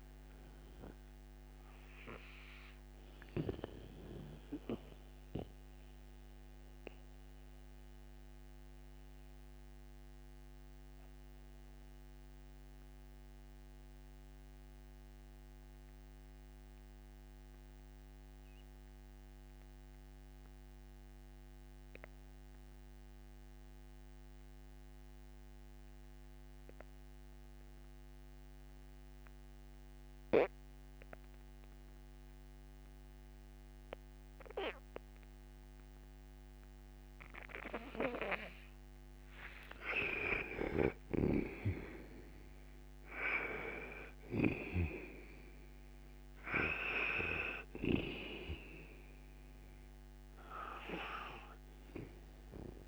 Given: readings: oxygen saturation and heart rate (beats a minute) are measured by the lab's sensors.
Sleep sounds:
breathing in sleep by a microphone on the trachea; 1
0.00-21.50 s: oxygen desaturation (device-marked, oxygen 83% lowest, heart rate 59 extreme)
5.00-39.00 s: mixed apnea (oxygen 98% before, 79% lowest, heart rate 73 before, 59 extreme, up 56 after)
35.50-52.88 s: oxygen desaturation (device-marked, oxygen 98% before, 79% lowest, heart rate 62 before, 58 extreme)
40.50-46.00 s: arousal
40.50-48.00 s: snoring (device-marked)
From the record:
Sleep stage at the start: N2 (light sleep); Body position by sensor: on the right side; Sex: male

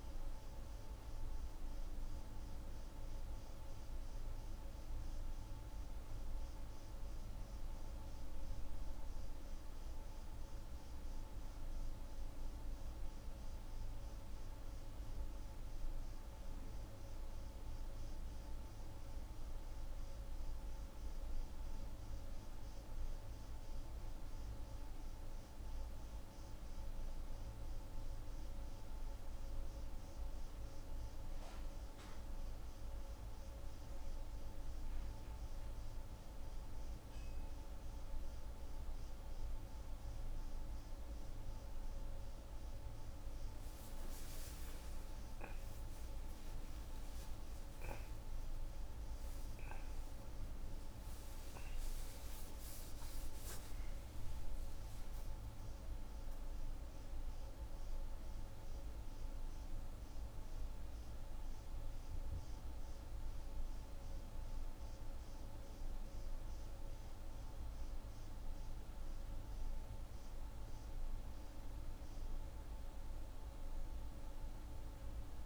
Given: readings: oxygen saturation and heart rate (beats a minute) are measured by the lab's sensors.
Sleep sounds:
breathing in sleep, hard to hear, by a room microphone; none
43.50-49.00 s: arousal
From the record:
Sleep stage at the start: N1 (lightest sleep); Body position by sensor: on the right side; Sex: female

